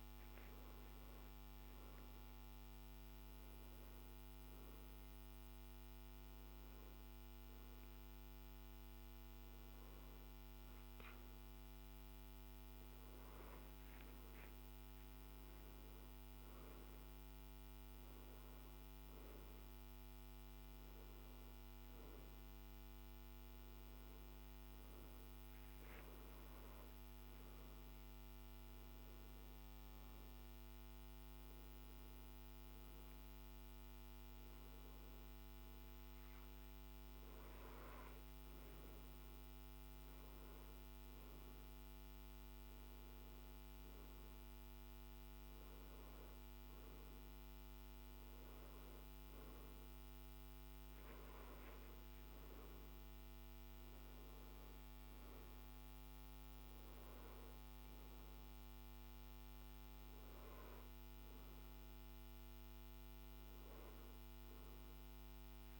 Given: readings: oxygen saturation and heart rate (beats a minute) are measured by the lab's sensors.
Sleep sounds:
breathing in sleep, hard to hear, by a microphone on the trachea; none
none scored
From the record:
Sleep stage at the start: N2 (light sleep); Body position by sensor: on the back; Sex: male

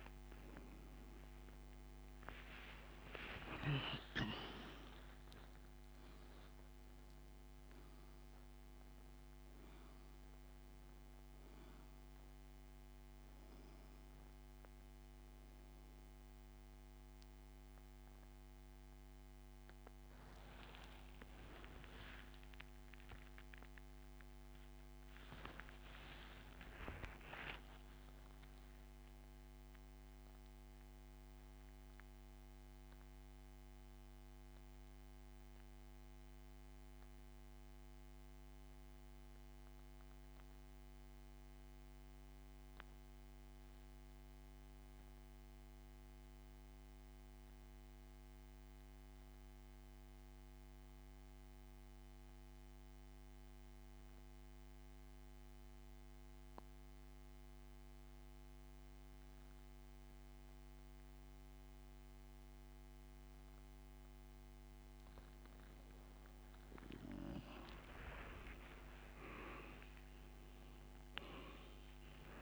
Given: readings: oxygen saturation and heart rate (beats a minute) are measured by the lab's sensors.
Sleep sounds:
breathing in sleep by a microphone on the trachea; 1
0.00-1.50 s: arousal
0.00-27.50 s: oxygen desaturation (device-marked, oxygen 90% lowest)
21.00-26.50 s: arousal
30.00-63.00 s: mixed apnea (oxygen 93% before, 84% lowest, heart rate 66 before, 35 extreme, up 21 after)
36.50-56.50 s: oxygen desaturation (device-marked, oxygen 92% before, 85% lowest, heart rate 78 before, 47 extreme)
67.50-72.00 s: arousal
From the record:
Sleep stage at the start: N2 (light sleep); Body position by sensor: on the back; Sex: male

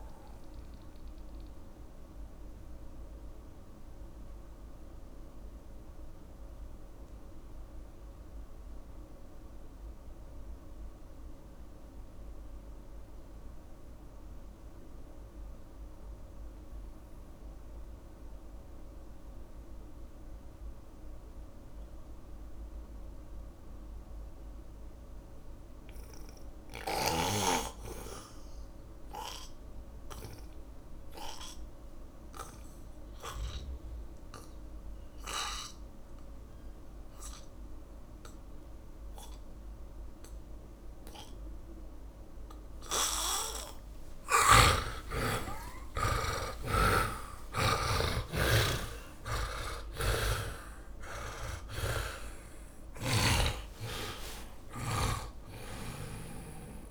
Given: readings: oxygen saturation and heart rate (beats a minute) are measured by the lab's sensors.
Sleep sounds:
breathing in sleep by a room microphone; 1
0.00-16.50 s: oxygen desaturation (device-marked, oxygen 79% lowest)
2.00-42.50 s: mixed apnea (oxygen 100% before, 79% lowest)
29.50-56.90 s: oxygen desaturation (device-marked, oxygen 100% before, 83% lowest)
44.00-48.50 s: arousal
47.00-56.90 s: snoring (device-marked)
From the record:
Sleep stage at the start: N2 (light sleep); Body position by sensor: on the back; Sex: male

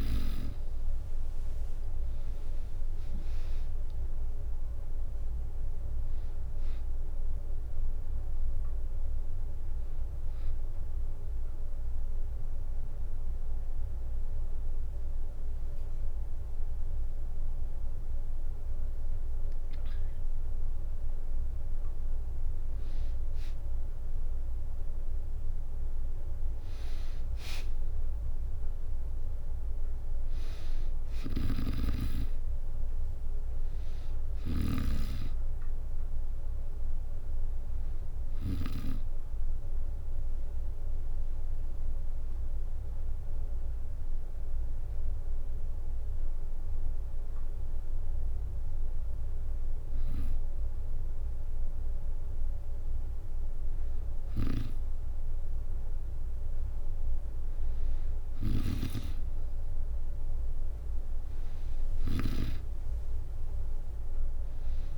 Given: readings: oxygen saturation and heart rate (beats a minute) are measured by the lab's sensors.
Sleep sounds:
breathing in sleep by a room microphone; 2
1.50-5.50 s: arousal
2.00-13.00 s: drop in pulse transit time (device-marked, heart rate 66 before, 64 extreme)
10.50-21.50 s: hypopnea (oxygen 98% before, 93% lowest, heart rate 68 before, 63 extreme, up 5 after)
23.00-26.00 s: arousal
30.50-38.50 s: snoring (device-marked)
32.00-47.00 s: oxygen desaturation (device-marked, oxygen 97% before, 93% lowest, heart rate 66 before, 64 extreme)
42.00-52.00 s: hypopnea (oxygen 97% before, 94% lowest, heart rate 68 before, 64 extreme, up 3 after)
58.00-64.97 s: snoring (device-marked)
62.00-64.97 s: arousal
62.00-64.97 s: drop in pulse transit time (device-marked, heart rate 66 before, 65 extreme)
From the record:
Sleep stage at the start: N2 (light sleep); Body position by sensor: on the back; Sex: female

